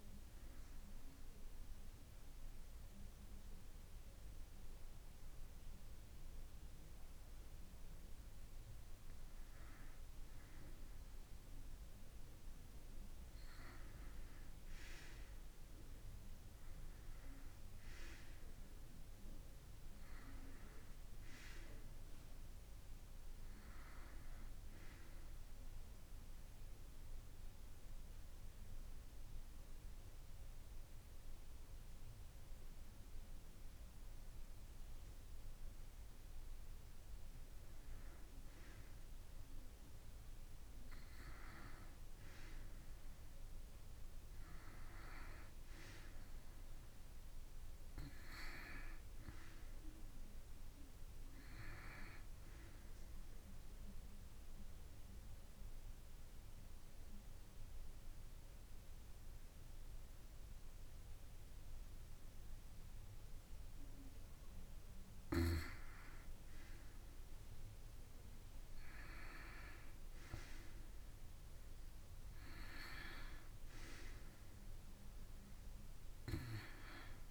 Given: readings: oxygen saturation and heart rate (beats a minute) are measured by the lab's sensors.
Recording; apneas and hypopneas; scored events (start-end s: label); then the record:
breathing in sleep by a room microphone; 3
1.00-11.00 s: obstructive apnea (oxygen 93% before, 90% lowest, heart rate 94 before, 51 extreme, up 1 after)
14.50-19.50 s: arousal
26.50-37.00 s: obstructive apnea (oxygen 95% before, 90% lowest, heart rate 52 before, 51 extreme)
34.00-56.00 s: oxygen desaturation (device-marked, oxygen 93% before, 90% lowest, heart rate 55 before, 51 extreme)
44.00-48.00 s: arousal
54.00-65.00 s: obstructive apnea (oxygen 94% before, 90% lowest, heart rate 53 before, 52 extreme, up 17 after)
65.00-77.31 s: oxygen desaturation (device-marked, oxygen 95% before, 91% lowest, heart rate 53 before, 51 extreme)
67.50-71.00 s: arousal
From the record:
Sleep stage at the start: N2 (light sleep); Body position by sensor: on the right side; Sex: female